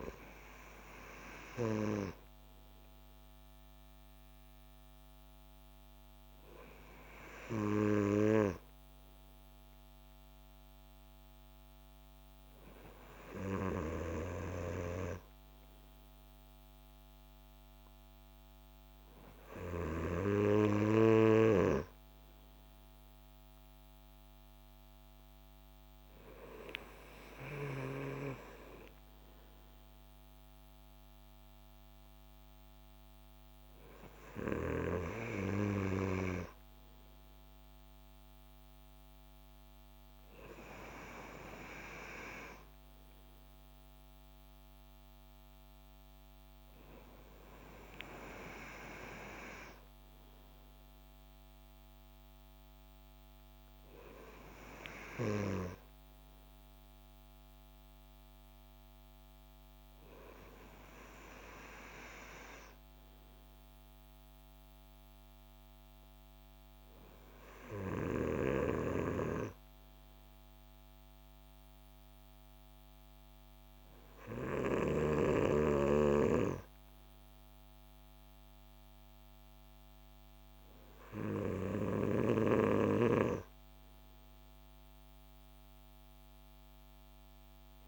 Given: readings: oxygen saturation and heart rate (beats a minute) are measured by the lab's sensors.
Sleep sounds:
breathing in sleep by a microphone on the trachea; none
none scored
From the record:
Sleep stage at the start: N2 (light sleep); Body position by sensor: on the back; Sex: male

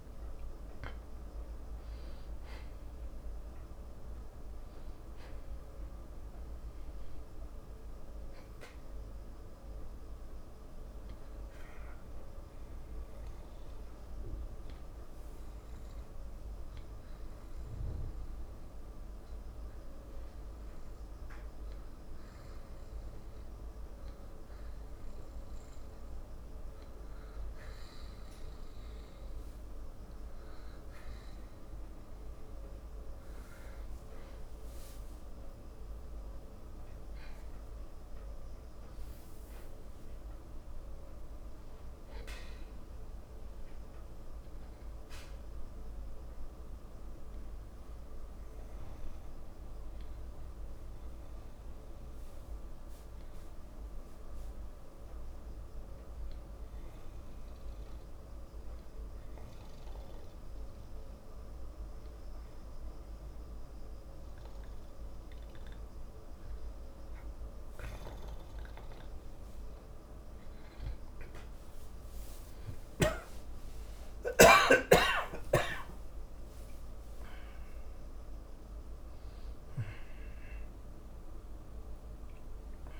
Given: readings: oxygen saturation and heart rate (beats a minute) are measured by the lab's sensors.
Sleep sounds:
breathing in sleep, hard to hear, by a room microphone; 2
0.00-21.50 s: oxygen desaturation (device-marked, oxygen 91% lowest, heart rate 31 extreme)
12.00-32.00 s: obstructive apnea (oxygen 95% before, 92% lowest, heart rate 76 before, 31 extreme, up 13 after)
34.00-38.50 s: arousal
34.50-52.50 s: oxygen desaturation (device-marked, oxygen 97% before, 93% lowest, heart rate 43 before, 37 extreme)
47.50-70.00 s: obstructive apnea (oxygen 97% before, 92% lowest)
72.00-77.50 s: arousal
75.50-83.00 s: oxygen desaturation (device-marked, oxygen 96% before, 92% lowest)
From the record:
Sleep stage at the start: N2 (light sleep); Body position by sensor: on the back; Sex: male

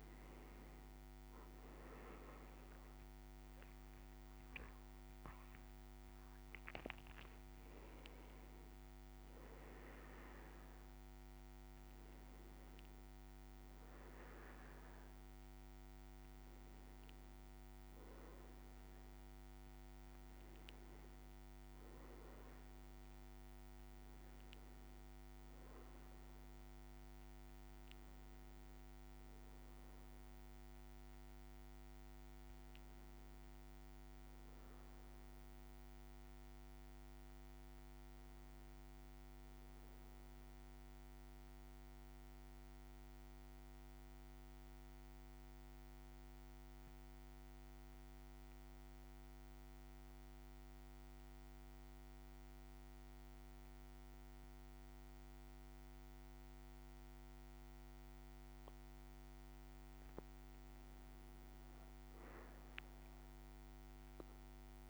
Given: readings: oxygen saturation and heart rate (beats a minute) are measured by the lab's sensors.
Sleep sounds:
breathing in sleep, hard to hear, by a microphone on the trachea; 1
0.00-22.00 s: oxygen desaturation (device-marked, oxygen 93% lowest, heart rate 56 extreme)
30.50-35.50 s: arousal
40.50-58.00 s: central apnea (oxygen 100% before, 93% lowest, heart rate 58 before, 55 extreme, up 3 after)
60.50-64.90 s: arousal
From the record:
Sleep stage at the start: N2 (light sleep); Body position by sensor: on the back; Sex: male

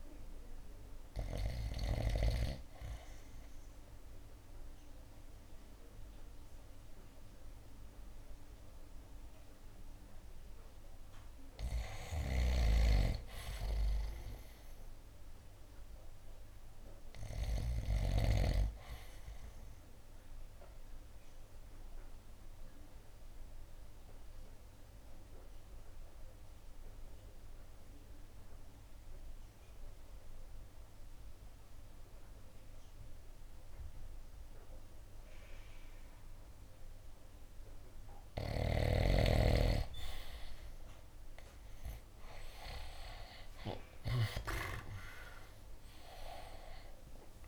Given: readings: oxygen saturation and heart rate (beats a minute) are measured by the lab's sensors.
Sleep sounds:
breathing in sleep by a room microphone; 1
1.50-17.50 s: oxygen desaturation (device-marked, oxygen 98% before, 84% lowest, heart rate 74 before, 59 extreme)
12.00-18.50 s: snoring (device-marked)
21.50-37.50 s: obstructive apnea (oxygen 98% before, 76% lowest, heart rate 68 before, 59 extreme, up 19 after)
26.50-36.50 s: oxygen desaturation (device-marked, oxygen 92% before, 85% lowest, heart rate 67 before, 60 extreme)
38.50-44.50 s: snoring (device-marked)
42.50-47.47 s: drop in pulse transit time (device-marked, heart rate 62 before, 72 extreme)
42.50-47.47 s: oxygen desaturation (device-marked, oxygen 91% before, 76% lowest, heart rate 62 before, 56 extreme)
44.00-47.47 s: arousal
From the record:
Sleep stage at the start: REM sleep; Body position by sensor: on the right side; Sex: male

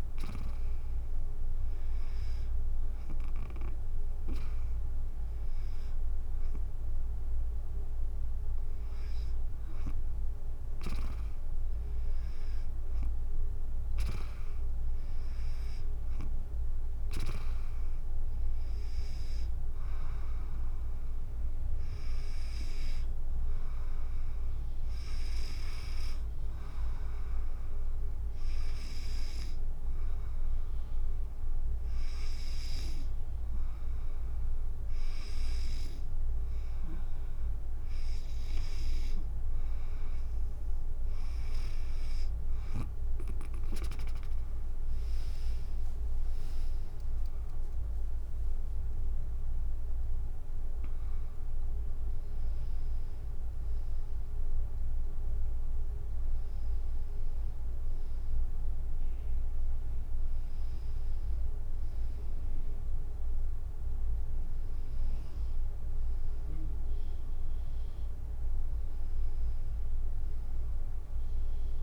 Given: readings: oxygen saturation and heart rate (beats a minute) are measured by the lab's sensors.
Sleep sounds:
breathing in sleep by a room microphone; 1
28.00-38.50 s: hypopnea (oxygen 97% before, 93% lowest, heart rate 74 before, 69 extreme, up 9 after)
43.50-55.50 s: drop in pulse transit time (device-marked, heart rate 73 before, 75 extreme)
45.00-50.00 s: arousal
60.50-71.83 s: new sleep stage, N1 (lightest sleep)
68.50-71.83 s: drop in pulse transit time (device-marked, heart rate 77 before, 75 extreme)
From the record:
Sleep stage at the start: N2 (light sleep); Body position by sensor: on the back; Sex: female

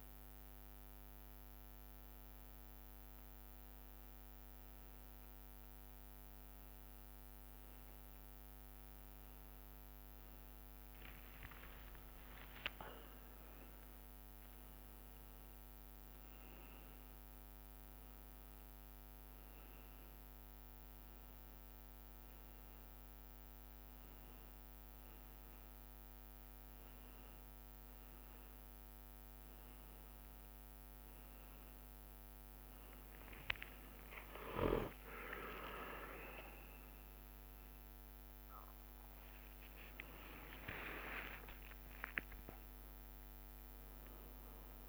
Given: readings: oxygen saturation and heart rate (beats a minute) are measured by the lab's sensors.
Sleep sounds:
breathing in sleep by a microphone on the trachea; none
7.50-11.50 s: arousal
34.00-36.00 s: long interval between heartbeats (device-marked, heart rate 66 before, 73 extreme)
36.50-44.89 s: drop in pulse transit time (device-marked, heart rate 68 before, 69 extreme)
37.50-43.50 s: arousal
40.50-42.50 s: long interval between heartbeats (device-marked, heart rate 71 before, 88 extreme)
From the record:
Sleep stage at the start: N1 (lightest sleep); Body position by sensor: on the back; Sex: male

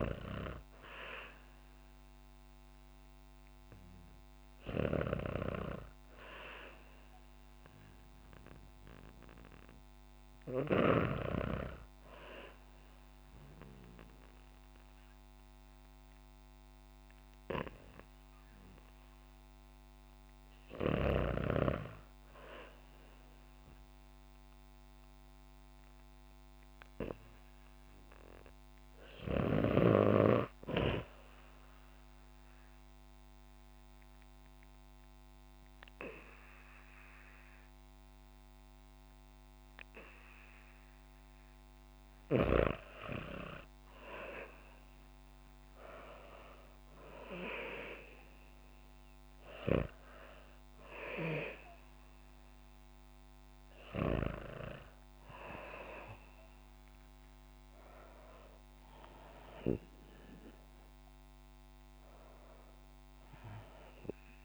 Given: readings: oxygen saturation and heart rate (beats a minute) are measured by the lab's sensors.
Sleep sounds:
breathing in sleep by a microphone on the trachea; 1
0.00-10.00 s: oxygen desaturation (device-marked, oxygen 74% lowest, heart rate 52 extreme)
31.50-42.50 s: obstructive apnea (oxygen 99% before, 88% lowest, heart rate 59 before, 54 extreme, up 16 after)
43.00-64.45 s: oxygen desaturation (device-marked, oxygen 96% before, 92% lowest, heart rate 56 before, 53 extreme)
44.00-47.00 s: arousal
63.00-64.45 s: arousal
From the record:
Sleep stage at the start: REM sleep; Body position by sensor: on the back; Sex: female

